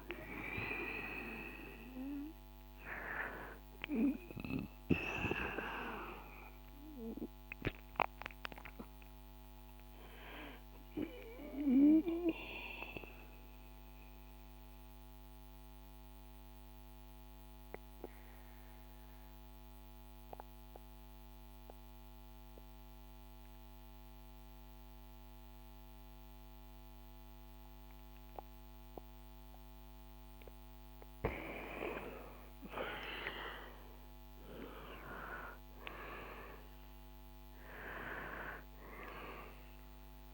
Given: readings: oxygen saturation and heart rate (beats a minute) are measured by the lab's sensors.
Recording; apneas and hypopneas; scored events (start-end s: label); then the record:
breathing in sleep by a microphone on the trachea; 1
0.00-22.50 s: oxygen desaturation (device-marked, oxygen 92% lowest, heart rate 65 extreme)
11.00-30.00 s: mixed apnea (oxygen 98% before, 92% lowest, heart rate 68 before, 63 extreme, up 5 after)
32.00-37.00 s: arousal
34.50-40.34 s: oxygen desaturation (device-marked, oxygen 98% before, 93% lowest, heart rate 67 before, 62 extreme)
From the record:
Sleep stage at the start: N2 (light sleep); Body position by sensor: on the back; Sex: male